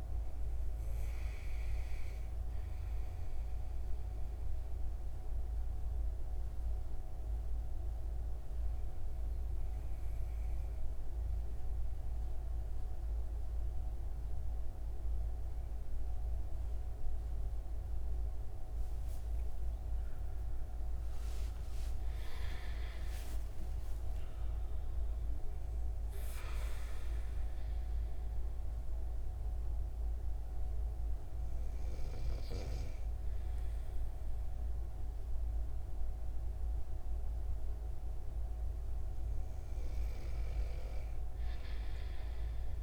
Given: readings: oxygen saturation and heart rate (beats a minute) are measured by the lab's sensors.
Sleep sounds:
breathing in sleep, hard to hear, by a room microphone; 1
4.50-18.00 s: hypopnea (oxygen 97% before, 93% lowest)
19.50-24.00 s: arousal
From the record:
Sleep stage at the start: N2 (light sleep); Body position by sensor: on the right side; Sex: male

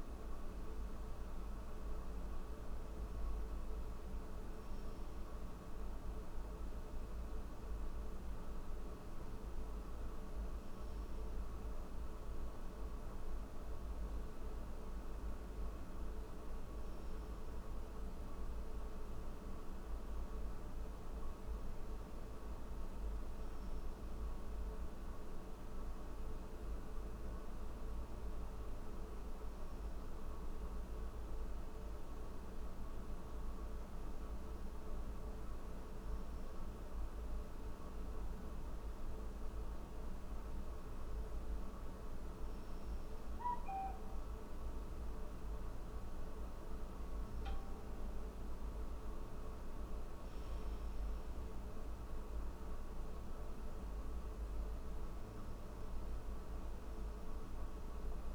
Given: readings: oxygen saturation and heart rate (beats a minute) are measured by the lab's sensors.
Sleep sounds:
breathing in sleep, hard to hear, by a room microphone; none
none scored
From the record:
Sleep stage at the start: N1 (lightest sleep); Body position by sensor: on the back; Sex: male

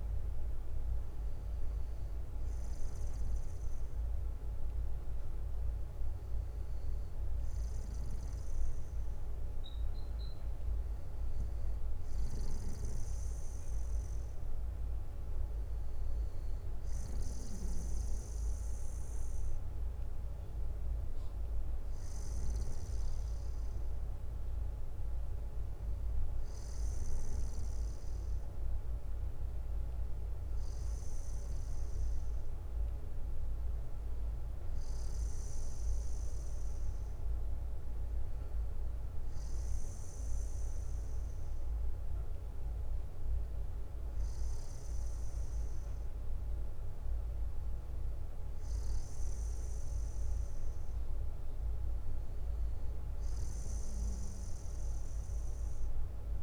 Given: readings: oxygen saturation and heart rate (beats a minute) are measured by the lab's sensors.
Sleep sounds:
breathing in sleep, hard to hear, by a room microphone; none
12.00-14.00 s: bradycardia (device-marked, heart rate 61 before, 58 extreme)
31.00-33.00 s: bradycardia (device-marked, heart rate 61 before, 57 extreme)
41.00-43.00 s: bradycardia (device-marked, heart rate 61 before, 61 extreme)
From the record:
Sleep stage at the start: N2 (light sleep); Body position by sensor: on the back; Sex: male

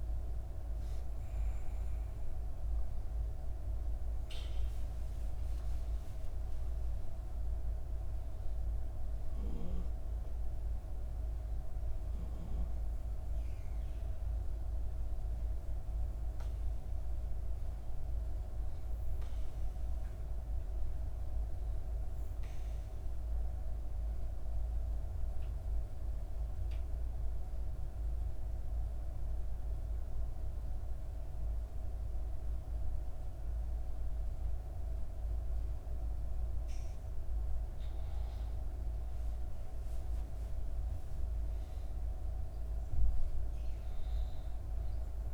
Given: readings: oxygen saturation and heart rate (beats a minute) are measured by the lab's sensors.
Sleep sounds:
breathing in sleep, hard to hear, by a room microphone; 1
0.00-20.50 s: oxygen desaturation (device-marked, oxygen 92% lowest, heart rate 59 extreme)
22.50-37.50 s: obstructive apnea (oxygen 96% before, 92% lowest, heart rate 65 before, 59 extreme, up 6 after)
39.00-42.00 s: arousal
From the record:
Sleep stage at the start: N2 (light sleep); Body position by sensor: on the back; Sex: female

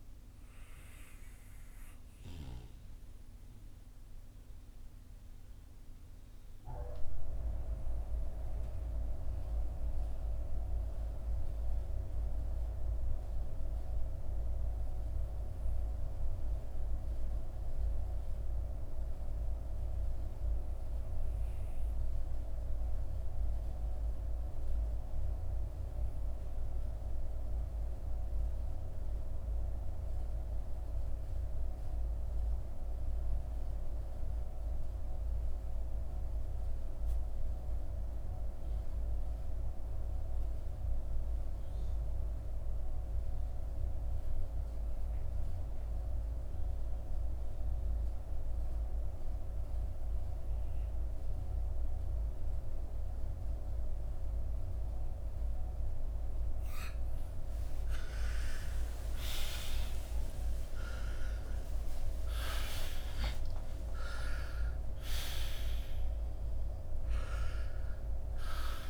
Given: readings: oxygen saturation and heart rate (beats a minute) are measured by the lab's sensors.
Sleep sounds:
breathing in sleep by a room microphone; 1
0.00-29.50 s: oxygen desaturation (device-marked, oxygen 80% lowest, heart rate 47 extreme)
2.50-56.50 s: obstructive apnea (oxygen 91% before, 75% lowest, heart rate 60 before, 47 extreme, up 26 after)
47.50-68.90 s: oxygen desaturation (device-marked, oxygen 94% before, 75% lowest, heart rate 53 before, 49 extreme)
58.00-63.50 s: arousal
From the record:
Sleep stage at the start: N2 (light sleep); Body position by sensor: on the back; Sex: male

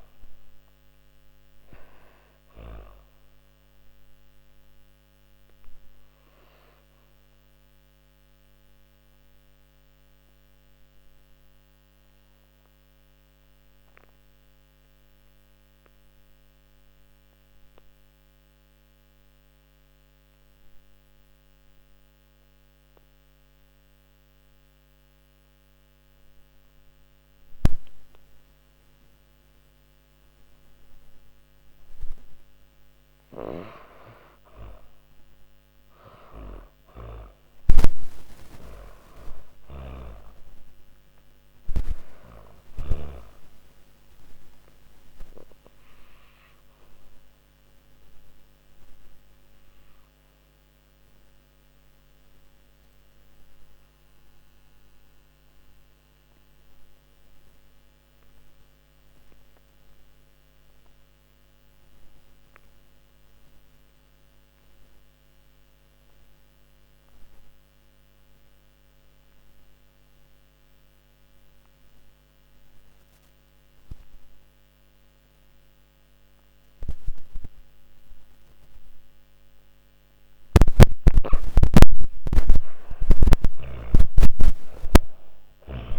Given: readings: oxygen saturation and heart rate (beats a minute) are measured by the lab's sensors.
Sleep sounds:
breathing in sleep by a microphone on the trachea; 2
0.00-16.00 s: oxygen desaturation (device-marked, oxygen 79% lowest)
2.50-31.00 s: obstructive apnea (oxygen 98% before, 79% lowest)
33.50-38.50 s: arousal
36.00-60.00 s: oxygen desaturation (device-marked, oxygen 98% before, 89% lowest)
38.00-41.50 s: snoring (device-marked)
43.00-80.00 s: obstructive apnea (oxygen 99% before, 82% lowest)
73.00-85.98 s: oxygen desaturation (device-marked, oxygen 98% before, 82% lowest)
81.50-85.98 s: arousal
82.00-85.98 s: snoring (device-marked)
From the record:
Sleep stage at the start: N2 (light sleep); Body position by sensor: on the back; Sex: female

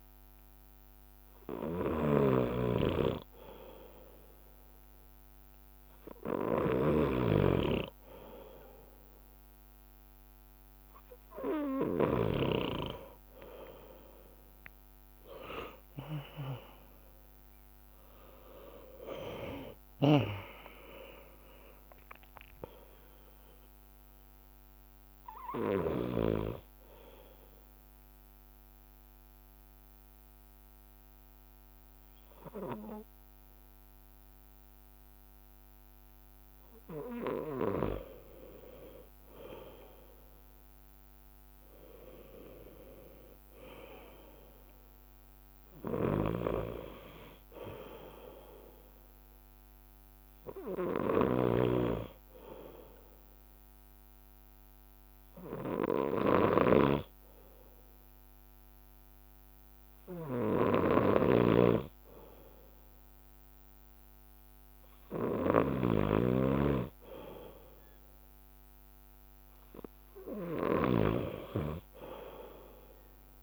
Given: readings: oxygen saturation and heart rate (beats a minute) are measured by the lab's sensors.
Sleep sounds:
breathing in sleep by a microphone on the trachea; 1
0.00-11.00 s: bradycardia (device-marked, heart rate 57 extreme)
0.50-5.00 s: leg movement (device-marked)
1.00-10.00 s: drop in pulse transit time (device-marked, heart rate 58 before, 57 extreme)
2.00-12.50 s: snoring (device-marked)
7.50-9.50 s: leg movement (device-marked)
9.50-12.50 s: leg movement (device-marked)
13.00-18.00 s: leg movement (device-marked)
15.00-20.50 s: arousal
20.00-32.00 s: drop in pulse transit time (device-marked, heart rate 59 before, 57 extreme)
26.00-27.50 s: leg movement (device-marked)
26.00-41.00 s: bradycardia (device-marked, heart rate 63 before, 55 extreme)
27.50-37.50 s: mixed apnea (oxygen 98% before, 96% lowest, heart rate 62 before, 55 extreme, up 5 after)
32.00-34.00 s: leg movement (device-marked)
35.00-37.50 s: leg movement (device-marked)
39.50-43.50 s: arousal
40.50-45.50 s: leg movement (device-marked)
46.00-73.43 s: bradycardia (device-marked, heart rate 62 before, 55 extreme)
49.00-58.00 s: leg movement (device-marked)
49.00-59.00 s: oxygen desaturation (device-marked, oxygen 99% before, 96% lowest, heart rate 57 before, 56 extreme)
51.00-66.00 s: snoring (device-marked)
61.00-67.50 s: leg movement (device-marked)
69.00-72.50 s: leg movement (device-marked)
From the record:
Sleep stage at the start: N2 (light sleep); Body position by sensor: on the left side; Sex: male

